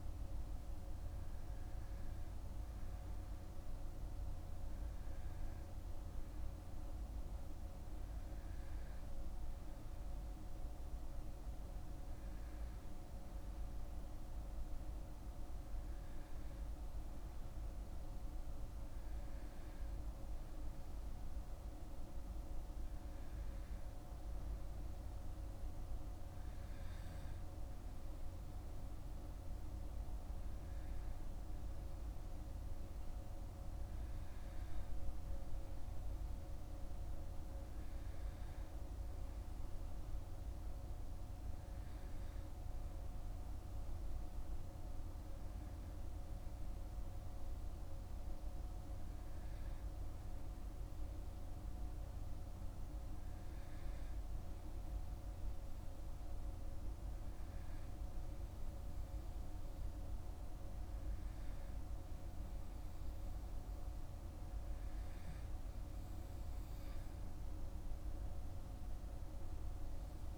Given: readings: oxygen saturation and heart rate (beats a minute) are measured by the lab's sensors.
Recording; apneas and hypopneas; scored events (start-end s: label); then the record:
breathing in sleep, hard to hear, by a room microphone; none
none scored
From the record:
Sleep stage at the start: N2 (light sleep); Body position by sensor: on the back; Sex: male